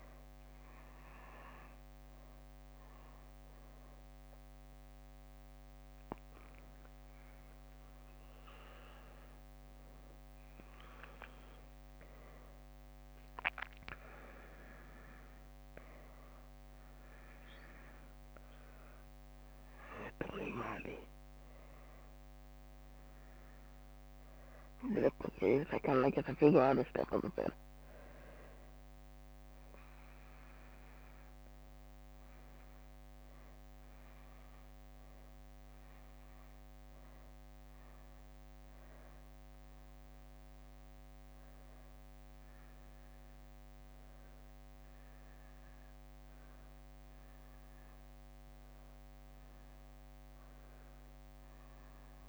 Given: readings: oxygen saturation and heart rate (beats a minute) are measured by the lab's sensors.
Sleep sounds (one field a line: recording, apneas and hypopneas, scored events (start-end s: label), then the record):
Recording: a person awake in a sleep study, by a microphone on the trachea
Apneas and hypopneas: none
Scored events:
2.00-4.00 s: leg movement (device-marked)
10.00-15.00 s: leg movement (device-marked)
39.00-40.00 s: leg movement (device-marked)
From the record:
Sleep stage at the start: awake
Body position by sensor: on the back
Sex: female